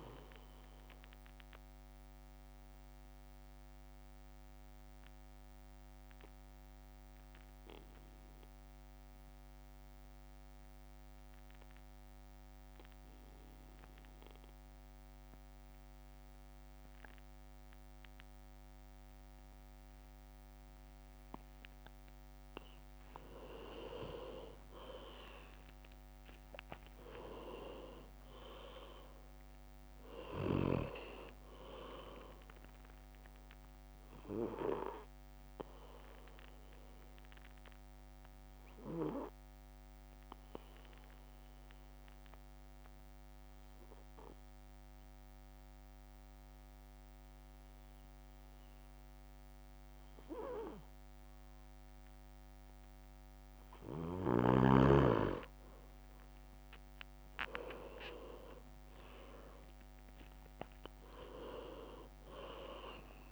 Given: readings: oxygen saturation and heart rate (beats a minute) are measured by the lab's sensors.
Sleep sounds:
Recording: breathing in sleep by a microphone on the trachea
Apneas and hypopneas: 2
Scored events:
0.00-1.50 s: drop in pulse transit time (device-marked, heart rate 52 extreme)
1.00-22.00 s: mixed apnea (oxygen 100% before, 95% lowest, heart rate 56 before, 51 extreme, up 6 after)
22.50-24.00 s: leg movement (device-marked)
23.50-36.50 s: drop in pulse transit time (device-marked, heart rate 54 before, 54 extreme)
24.00-26.00 s: leg movement (device-marked)
24.50-29.00 s: arousal
35.50-52.50 s: obstructive apnea (oxygen 99% before, 95% lowest, heart rate 56 before, 50 extreme, up 7 after)
55.50-63.32 s: drop in pulse transit time (device-marked, heart rate 54 before, 54 extreme)
56.00-60.50 s: arousal
57.50-60.00 s: leg movement (device-marked)
From the record:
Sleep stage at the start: N2 (light sleep)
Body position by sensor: on the back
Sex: male

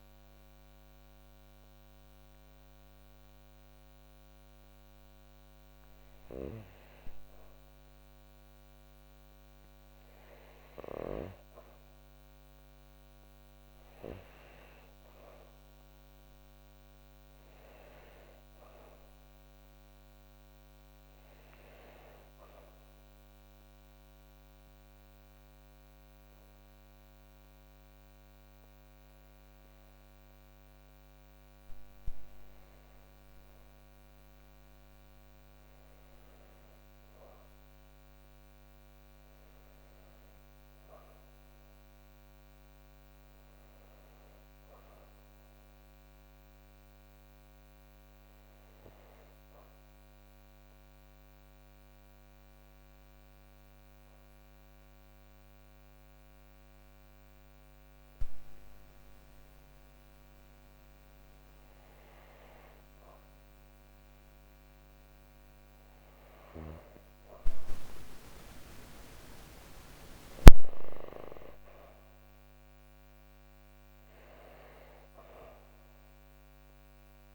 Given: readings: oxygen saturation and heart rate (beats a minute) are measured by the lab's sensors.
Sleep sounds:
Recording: breathing in sleep by a microphone on the trachea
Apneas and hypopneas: 2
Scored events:
21.50-32.00 s: obstructive apnea (oxygen 97% before, 93% lowest, heart rate 58 before, 76 extreme, up 27 after)
33.50-37.50 s: arousal
49.00-77.35 s: new sleep stage, N2 (light sleep)
49.50-61.00 s: obstructive apnea (oxygen 98% before, 86% lowest, heart rate 109 before, 46 extreme, up 34 after)
62.50-67.00 s: arousal
68.00-77.35 s: oxygen desaturation (device-marked, oxygen 97% before, 93% lowest, heart rate 115 before, 46 extreme)
From the record:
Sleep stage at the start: N1 (lightest sleep)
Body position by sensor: on the back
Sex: female

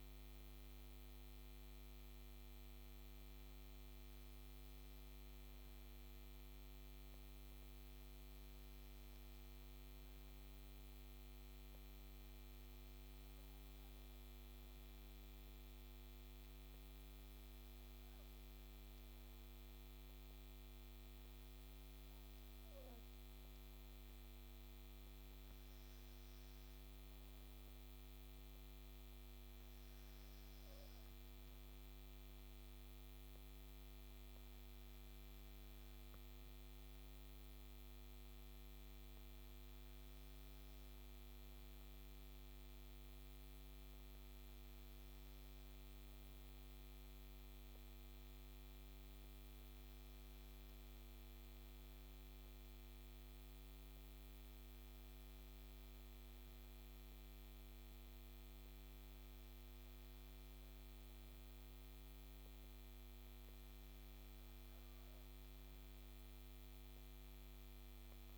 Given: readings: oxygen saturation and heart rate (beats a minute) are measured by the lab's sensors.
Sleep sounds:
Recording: breathing in sleep, hard to hear, by a microphone on the trachea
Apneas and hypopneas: none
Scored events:
none scored
From the record:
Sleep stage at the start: N3 (deep sleep)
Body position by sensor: on the back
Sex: female

